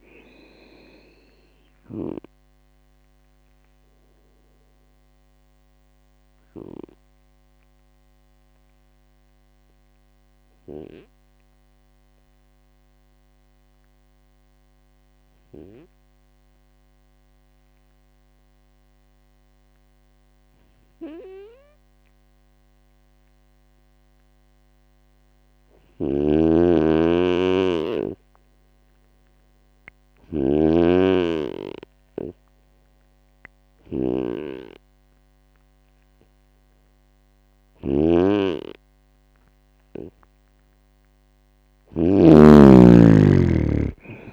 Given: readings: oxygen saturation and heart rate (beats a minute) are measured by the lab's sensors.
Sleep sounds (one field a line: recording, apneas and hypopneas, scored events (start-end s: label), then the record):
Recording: breathing in sleep by a microphone on the trachea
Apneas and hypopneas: 1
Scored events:
3.00-39.00 s: obstructive apnea (oxygen 98% before, 91% lowest, heart rate 70 before, 62 extreme, up 6 after)
19.00-28.00 s: oxygen desaturation (device-marked, oxygen 96% before, 91% lowest, heart rate 69 before, 64 extreme)
26.00-44.33 s: snoring (device-marked)
42.00-44.33 s: arousal
From the record:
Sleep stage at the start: N2 (light sleep)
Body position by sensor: on the right side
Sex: male